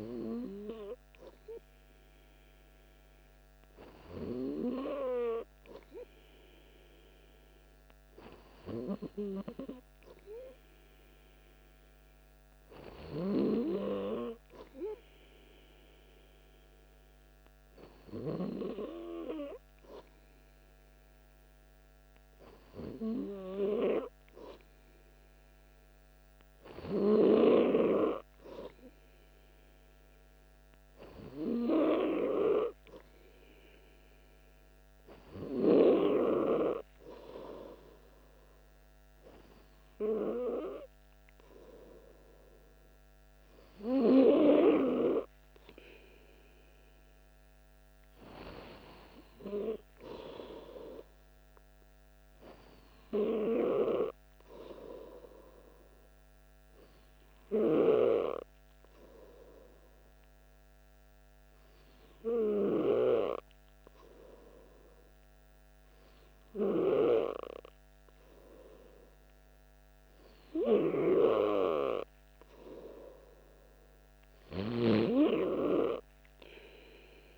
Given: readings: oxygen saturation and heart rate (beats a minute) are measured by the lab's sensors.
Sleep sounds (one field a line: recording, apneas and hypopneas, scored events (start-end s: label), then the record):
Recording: breathing in sleep by a microphone on the trachea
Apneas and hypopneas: none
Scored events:
none scored
From the record:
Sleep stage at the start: N2 (light sleep)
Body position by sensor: on the back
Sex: male